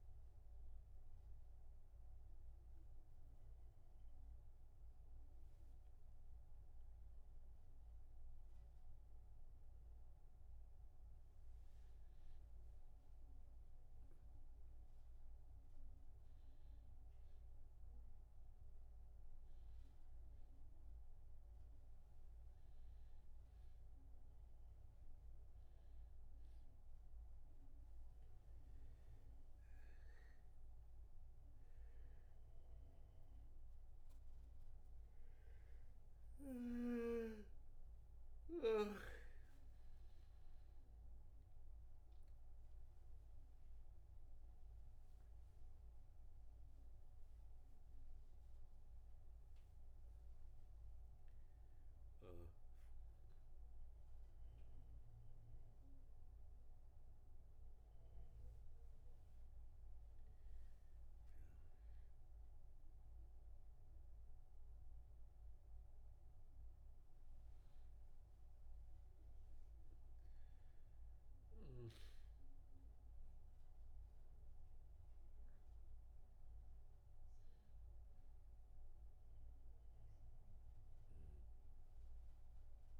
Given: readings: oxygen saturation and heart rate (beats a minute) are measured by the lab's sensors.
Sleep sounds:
a person partly awake in a sleep study, hard to hear, by a room microphone; 1
0.00-15.00 s: oxygen desaturation (device-marked, oxygen 93% lowest)
10.00-83.00 s: new sleep stage, N1 (lightest sleep)
35.50-39.00 s: arousal
36.00-63.00 s: oxygen desaturation (device-marked, oxygen 97% before, 93% lowest, heart rate 30 before, 39 extreme)
41.50-52.50 s: central apnea (oxygen 98% before, 93% lowest, heart rate 57 before, 39 extreme, up 20 after)
56.00-59.50 s: arousal
From the record:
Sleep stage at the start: awake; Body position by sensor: on the back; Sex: male

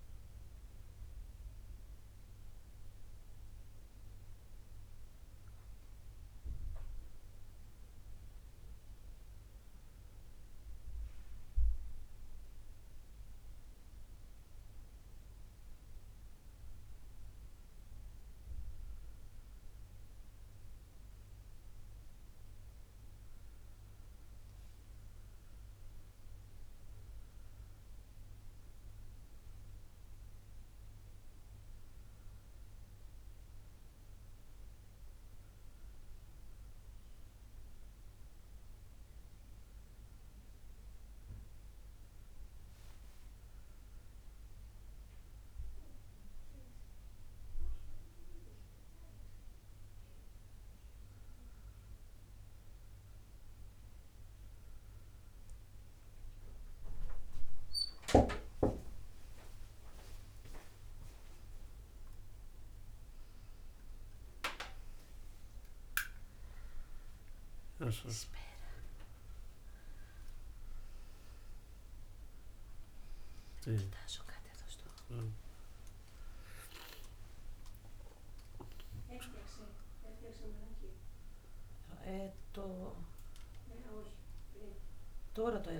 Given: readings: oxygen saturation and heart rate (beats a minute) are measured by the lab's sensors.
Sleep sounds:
a person awake in a sleep study, by a room microphone; none
61.50-67.50 s: tachycardia (device-marked, heart rate 68 before, 124 extreme)
69.50-78.50 s: tachycardia (device-marked, heart rate 70 before, 137 extreme)
From the record:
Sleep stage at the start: awake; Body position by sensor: on the back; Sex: male

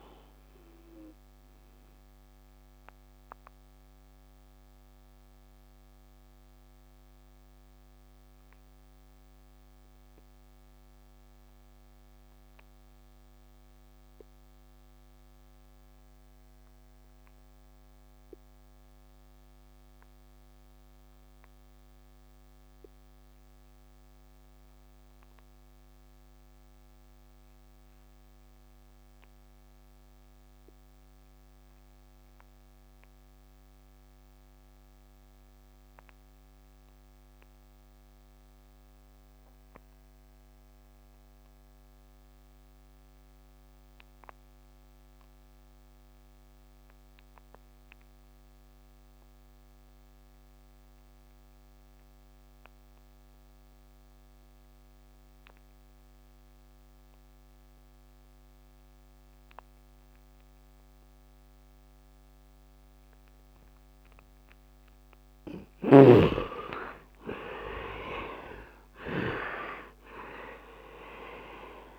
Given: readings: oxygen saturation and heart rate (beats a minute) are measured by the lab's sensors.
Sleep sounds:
breathing in sleep by a microphone on the trachea; 1
0.00-16.00 s: oxygen desaturation (device-marked, oxygen 54% lowest, heart rate 72 extreme)
6.00-64.00 s: obstructive apnea (oxygen 100% before, 41% lowest, heart rate 84 before, 71 extreme, up 28 after)
24.00-71.99 s: oxygen desaturation (device-marked, oxygen 100% before, 41% lowest, heart rate 78 before, 71 extreme)
65.00-70.00 s: arousal
65.00-71.99 s: snoring (device-marked)
From the record:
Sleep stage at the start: REM sleep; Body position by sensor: on the right side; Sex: male

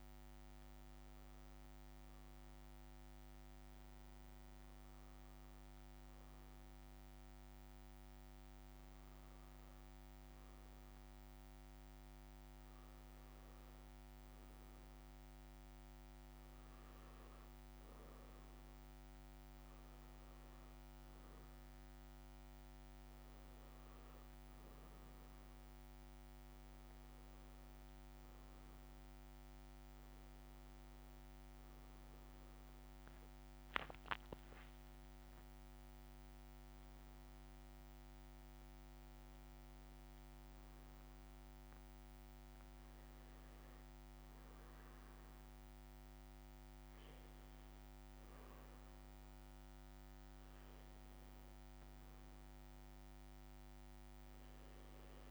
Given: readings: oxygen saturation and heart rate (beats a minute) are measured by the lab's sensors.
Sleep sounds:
a person partly awake in a sleep study, hard to hear, by a microphone on the trachea; none
5.50-55.31 s: new sleep stage, N2 (light sleep)
From the record:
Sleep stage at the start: awake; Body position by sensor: on the back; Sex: male

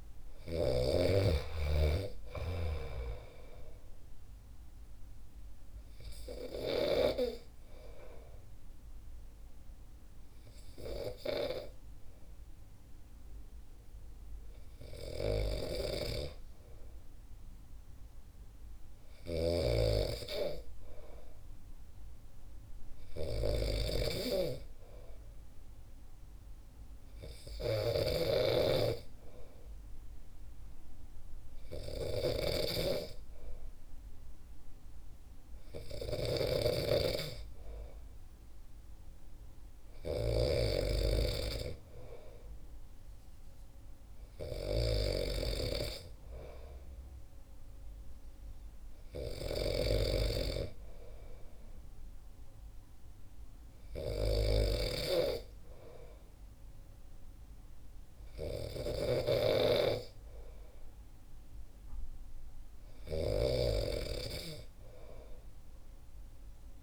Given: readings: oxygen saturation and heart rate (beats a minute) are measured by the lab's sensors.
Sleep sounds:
breathing in sleep by a room microphone; 1
0.00-1.00 s: snoring (device-marked)
3.50-16.50 s: hypopnea (oxygen 95% before, 91% lowest, heart rate 65 before, 64 extreme, up 2 after)
5.00-22.00 s: oxygen desaturation (device-marked, oxygen 95% before, 91% lowest, heart rate 66 before, 63 extreme)
16.00-66.83 s: snoring (device-marked)
17.50-21.00 s: arousal
From the record:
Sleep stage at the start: N2 (light sleep); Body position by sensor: on the back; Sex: male

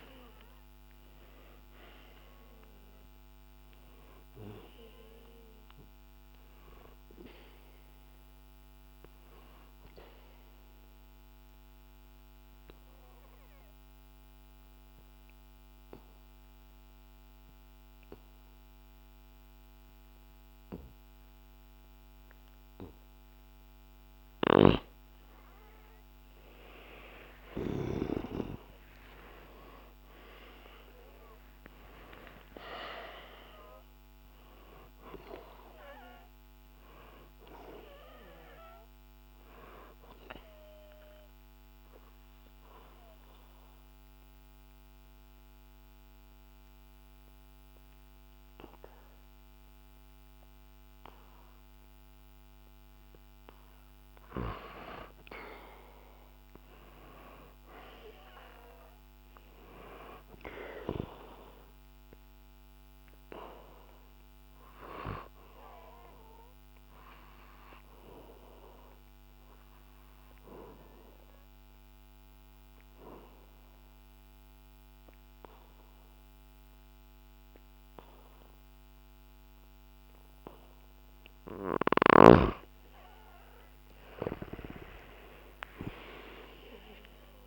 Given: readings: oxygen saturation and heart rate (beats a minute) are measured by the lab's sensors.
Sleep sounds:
breathing in sleep by a microphone on the trachea; 3
7.50-23.50 s: obstructive apnea (oxygen 98% before, 92% lowest, heart rate 66 before, 61 extreme, up 3 after)
25.50-30.50 s: arousal
32.00-52.00 s: oxygen desaturation (device-marked, oxygen 97% before, 92% lowest, heart rate 63 before, 60 extreme)
40.00-53.50 s: obstructive apnea (oxygen 97% before, 91% lowest, heart rate 65 before, 60 extreme)
56.00-60.50 s: arousal
65.00-81.50 s: obstructive apnea (oxygen 98% before, 91% lowest, heart rate 64 before, 62 extreme, up 3 after)
68.00-79.00 s: oxygen desaturation (device-marked, oxygen 97% before, 93% lowest, heart rate 63 before, 62 extreme)
84.00-87.47 s: arousal
From the record:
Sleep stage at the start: N2 (light sleep); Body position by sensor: on the back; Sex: male

